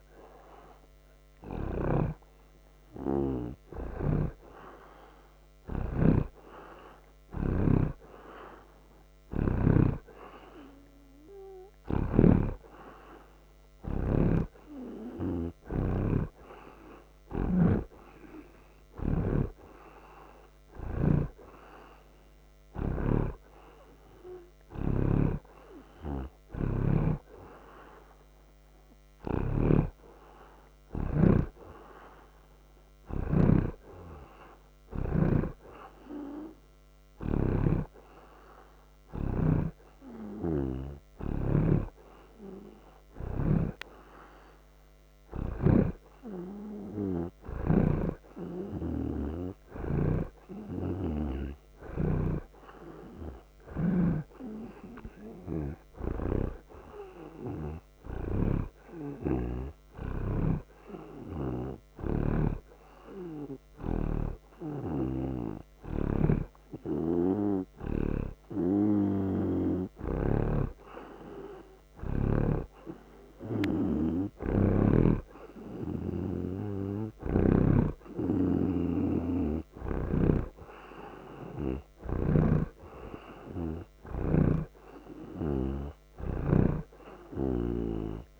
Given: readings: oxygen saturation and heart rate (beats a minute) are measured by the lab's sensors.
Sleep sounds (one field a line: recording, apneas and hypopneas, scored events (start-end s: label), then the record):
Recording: breathing in sleep by a microphone on the trachea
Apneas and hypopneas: none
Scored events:
0.00-5.50 s: oxygen desaturation (device-marked, oxygen 85% lowest)
1.50-10.00 s: snoring (device-marked)
12.00-18.00 s: snoring (device-marked)
16.50-28.50 s: oxygen desaturation (device-marked, oxygen 88% before, 84% lowest)
25.00-46.00 s: snoring (device-marked)
53.50-78.00 s: snoring (device-marked)
80.00-88.00 s: snoring (device-marked)
From the record:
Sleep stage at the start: N2 (light sleep)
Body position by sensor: on the right side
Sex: male